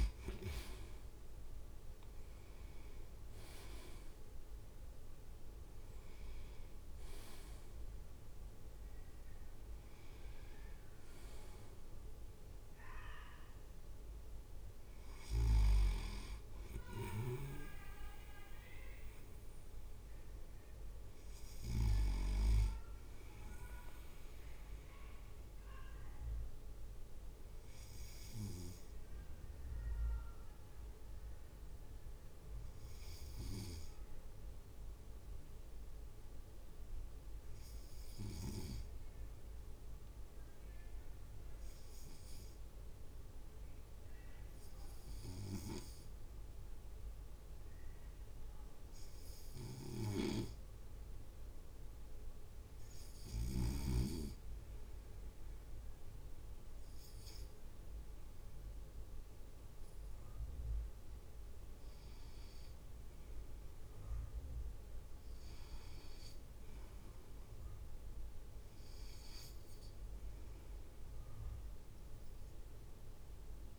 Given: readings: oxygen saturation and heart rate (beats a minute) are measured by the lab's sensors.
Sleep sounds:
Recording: breathing in sleep by a room microphone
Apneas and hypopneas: 1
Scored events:
9.50-13.00 s: arousal
15.50-22.00 s: snoring (device-marked)
28.00-51.00 s: obstructive apnea (oxygen 98% before, 95% lowest)
49.50-54.00 s: snoring (device-marked)
56.50-61.00 s: arousal
From the record:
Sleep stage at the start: N2 (light sleep)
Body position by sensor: on the right side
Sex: male

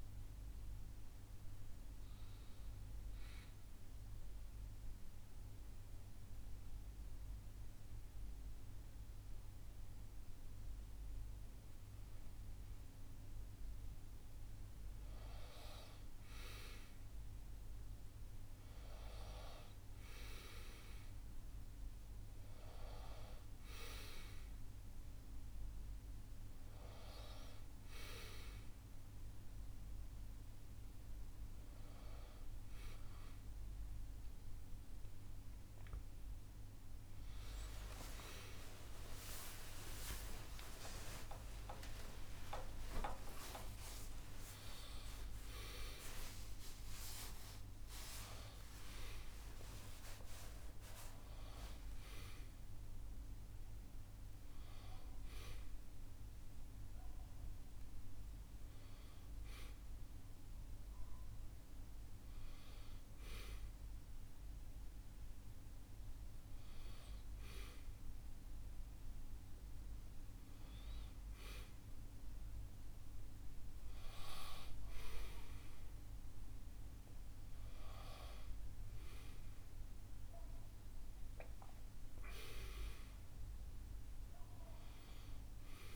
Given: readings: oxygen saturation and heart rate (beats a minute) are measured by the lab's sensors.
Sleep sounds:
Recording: a person partly awake in a sleep study, by a room microphone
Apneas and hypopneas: none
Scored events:
12.00-85.96 s: new sleep stage, N1 (lightest sleep)
24.00-36.00 s: oxygen desaturation (device-marked, oxygen 98% before, 94% lowest, heart rate 70 before, 67 extreme)
36.00-41.50 s: arousal
From the record:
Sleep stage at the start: awake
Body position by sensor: on the back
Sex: male

